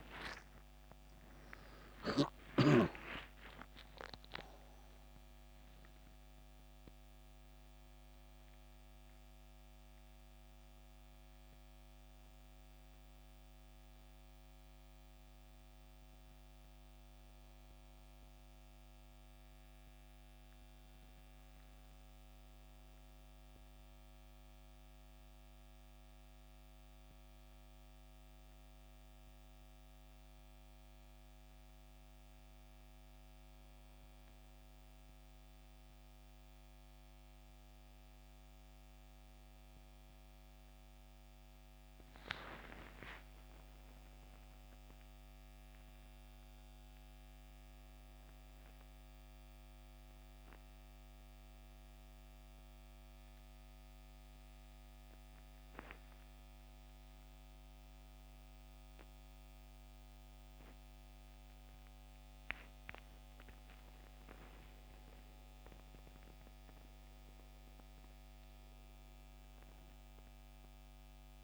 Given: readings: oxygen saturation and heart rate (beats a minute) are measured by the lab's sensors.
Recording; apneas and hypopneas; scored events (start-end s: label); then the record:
a person partly awake in a sleep study, by a microphone on the trachea; none
6.00-66.00 s: new sleep stage, N1 (lightest sleep)
40.50-46.00 s: arousal
62.00-71.44 s: oxygen desaturation (device-marked, oxygen 94% before, 91% lowest, heart rate 72 before, 67 extreme)
66.00-71.44 s: new sleep stage, N2 (light sleep)
From the record:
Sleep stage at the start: awake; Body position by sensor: on the back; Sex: male